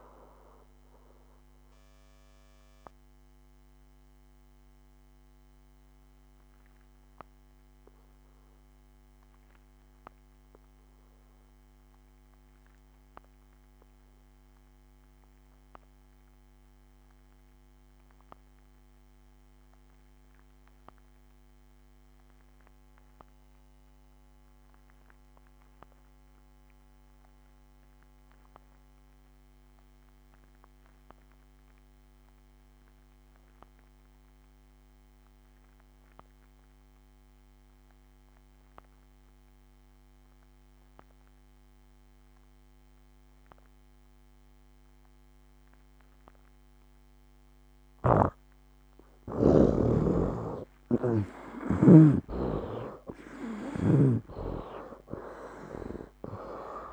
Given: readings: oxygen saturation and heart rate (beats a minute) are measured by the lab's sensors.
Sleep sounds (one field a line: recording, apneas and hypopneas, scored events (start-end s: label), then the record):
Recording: breathing in sleep by a microphone on the trachea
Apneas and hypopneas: 1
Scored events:
0.00-15.50 s: oxygen desaturation (device-marked, oxygen 52% lowest, heart rate 68 extreme)
1.50-47.00 s: obstructive apnea (oxygen 92% before, 47% lowest, heart rate 79 before, 68 extreme, up 20 after)
17.50-56.93 s: oxygen desaturation (device-marked, oxygen 96% before, 47% lowest, heart rate 78 before, 68 extreme)
50.00-54.00 s: snoring (device-marked)
50.00-54.50 s: arousal
52.50-56.93 s: new sleep stage, N2 (light sleep)
From the record:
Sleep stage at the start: REM sleep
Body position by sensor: on the right side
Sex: male